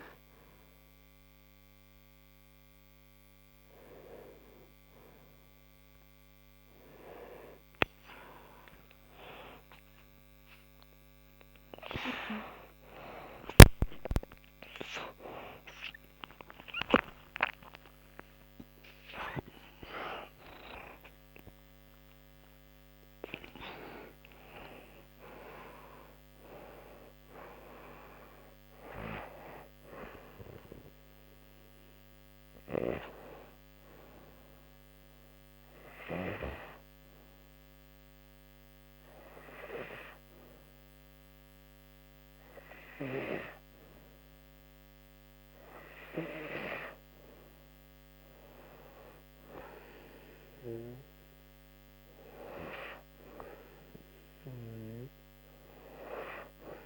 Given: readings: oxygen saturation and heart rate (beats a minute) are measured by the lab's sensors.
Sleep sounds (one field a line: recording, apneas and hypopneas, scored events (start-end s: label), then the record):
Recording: a person partly awake in a sleep study, by a microphone on the trachea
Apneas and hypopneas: 1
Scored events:
26.00-56.85 s: new sleep stage, N2 (light sleep)
37.00-48.00 s: hypopnea (oxygen 97% before, 92% lowest, heart rate 104 before, 70 extreme, up 6 after)
49.50-52.50 s: arousal
54.00-56.85 s: oxygen desaturation (device-marked, oxygen 97% before, 93% lowest, heart rate 73 before, 71 extreme)
From the record:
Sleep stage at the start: awake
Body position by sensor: on the back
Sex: female